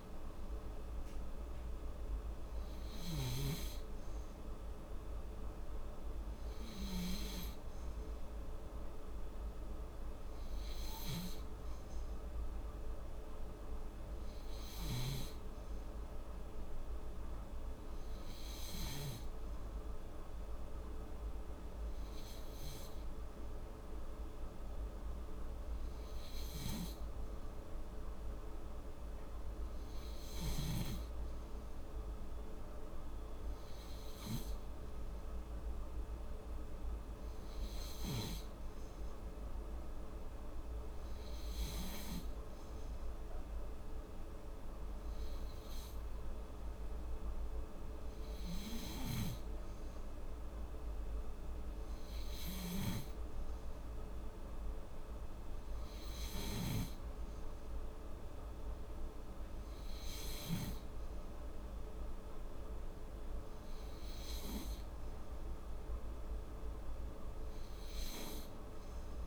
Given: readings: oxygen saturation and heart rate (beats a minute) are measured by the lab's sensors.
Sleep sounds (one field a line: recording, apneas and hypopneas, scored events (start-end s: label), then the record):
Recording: breathing in sleep by a room microphone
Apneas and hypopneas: none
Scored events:
none scored
From the record:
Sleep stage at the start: N3 (deep sleep)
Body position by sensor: on the back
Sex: female